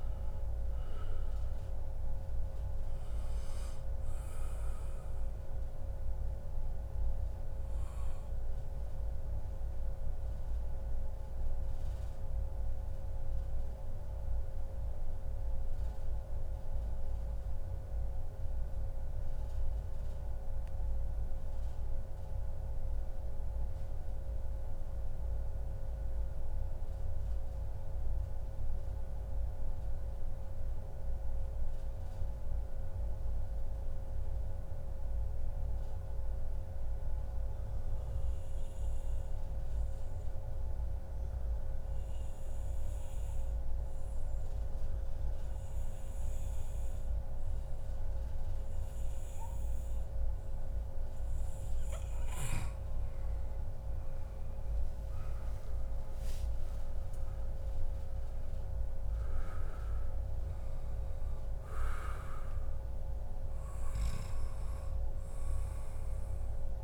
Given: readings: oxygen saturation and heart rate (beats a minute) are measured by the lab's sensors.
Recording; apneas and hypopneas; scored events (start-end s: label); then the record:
breathing in sleep, hard to hear, by a room microphone; 1
0.00-8.50 s: oxygen desaturation (device-marked, oxygen 90% lowest, heart rate 89 extreme)
7.50-52.00 s: mixed apnea (oxygen 95% before, 90% lowest, heart rate 136 before, 89 extreme, up 5 after)
10.50-12.50 s: long interval between heartbeats (device-marked, heart rate 138 before, 114 extreme)
32.00-34.00 s: long interval between heartbeats (device-marked, heart rate 113 before, 106 extreme)
48.50-61.50 s: oxygen desaturation (device-marked, oxygen 98% before, 93% lowest, heart rate 123 before, 97 extreme)
54.50-58.50 s: arousal
From the record:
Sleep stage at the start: N2 (light sleep); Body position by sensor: on the back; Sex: male